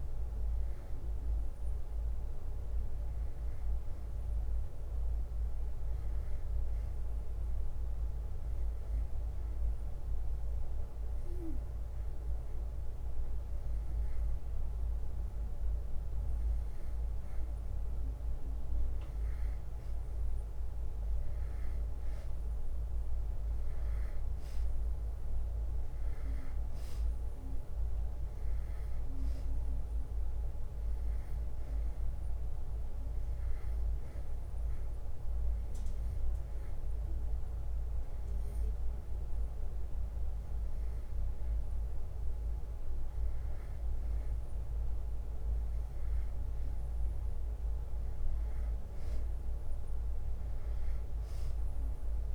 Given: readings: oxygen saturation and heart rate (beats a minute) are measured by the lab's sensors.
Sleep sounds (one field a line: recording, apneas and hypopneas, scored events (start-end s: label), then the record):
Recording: breathing in sleep, hard to hear, by a room microphone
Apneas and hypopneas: 2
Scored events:
0.00-9.00 s: oxygen desaturation (device-marked, oxygen 93% lowest, heart rate 56 extreme)
7.00-17.00 s: hypopnea (oxygen 96% before, 93% lowest, heart rate 63 before, 56 extreme, up 0 after)
21.00-25.50 s: arousal
22.00-26.00 s: bradycardia (device-marked, heart rate 64 before, 56 extreme)
34.00-44.00 s: hypopnea (oxygen 96% before, 90% lowest, heart rate 61 before, 62 extreme, up 0 after)
46.50-50.00 s: arousal
From the record:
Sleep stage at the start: N2 (light sleep)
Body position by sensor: on the back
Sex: male